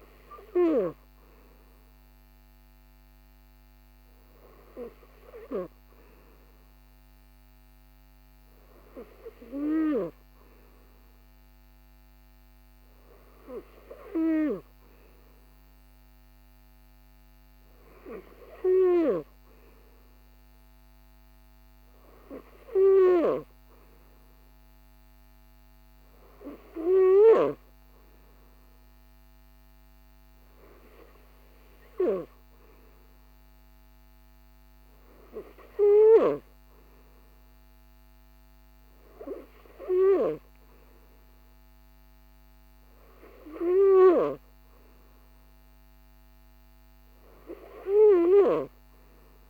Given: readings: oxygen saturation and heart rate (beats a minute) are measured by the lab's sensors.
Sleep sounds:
breathing in sleep by a microphone on the trachea; none
none scored
From the record:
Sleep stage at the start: N3 (deep sleep); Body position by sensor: on the right side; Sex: male

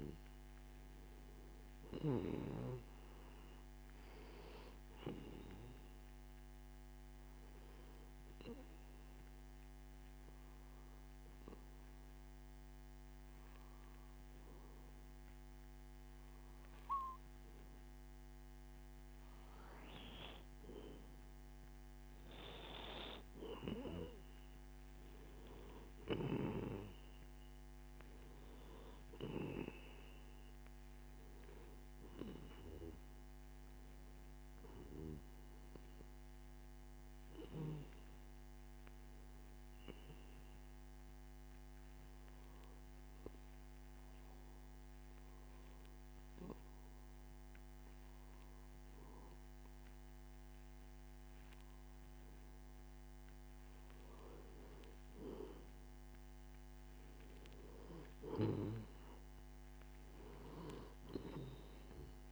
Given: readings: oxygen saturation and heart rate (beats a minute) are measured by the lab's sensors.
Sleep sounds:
breathing in sleep by a microphone on the trachea; 2
8.00-19.50 s: obstructive apnea (oxygen 94% before, 92% lowest)
21.00-25.50 s: arousal
42.50-54.50 s: obstructive apnea (oxygen 94% before, 91% lowest)
57.00-61.00 s: arousal
From the record:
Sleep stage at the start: N2 (light sleep); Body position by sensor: on the back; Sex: male

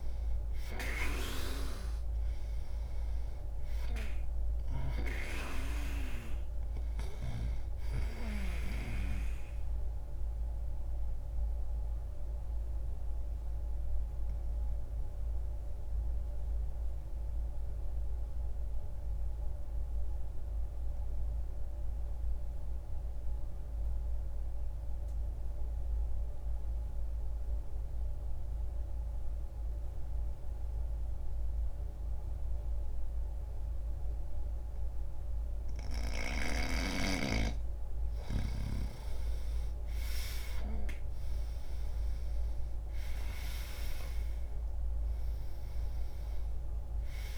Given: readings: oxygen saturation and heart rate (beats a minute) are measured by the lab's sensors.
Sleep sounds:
breathing in sleep by a room microphone; 1
4.00-23.00 s: oxygen desaturation (device-marked, oxygen 98% before, 84% lowest)
9.00-37.00 s: obstructive apnea (oxygen 98% before, 79% lowest)
35.00-47.37 s: oxygen desaturation (device-marked, oxygen 98% before, 79% lowest)
38.50-43.00 s: arousal
From the record:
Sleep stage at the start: N2 (light sleep); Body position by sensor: on the back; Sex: male

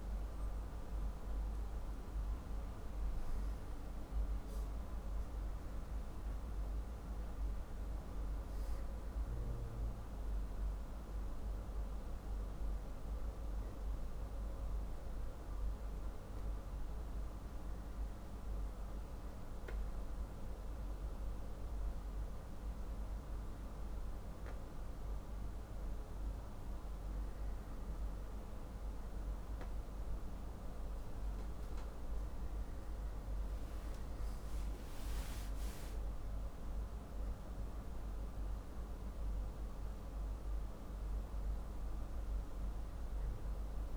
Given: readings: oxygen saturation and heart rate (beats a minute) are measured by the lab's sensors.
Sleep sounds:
breathing in sleep, hard to hear, by a room microphone; none
6.50-36.50 s: new sleep stage, N3 (deep sleep)
36.50-43.97 s: new sleep stage, N2 (light sleep)
From the record:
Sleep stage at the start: N2 (light sleep); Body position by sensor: on the back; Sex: male

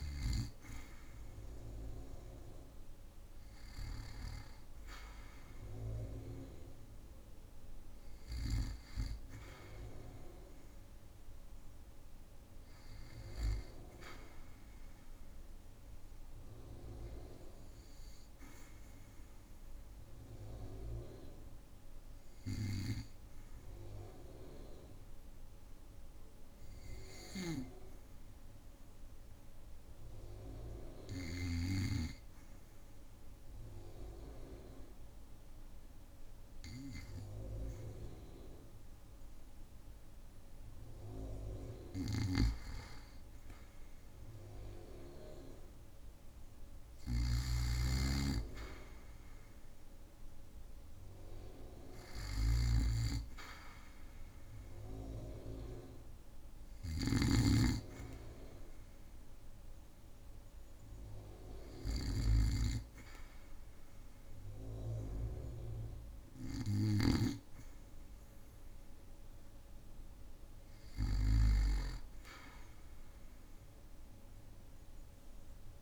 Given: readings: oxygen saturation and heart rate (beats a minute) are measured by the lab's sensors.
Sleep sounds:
breathing in sleep by a room microphone; 1
21.00-41.00 s: hypopnea (oxygen 98% before, 94% lowest, heart rate 56 before, 55 extreme, up 5 after)
44.00-47.50 s: arousal
47.00-67.00 s: snoring (device-marked)
From the record:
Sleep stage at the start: N2 (light sleep); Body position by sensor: on the back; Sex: male

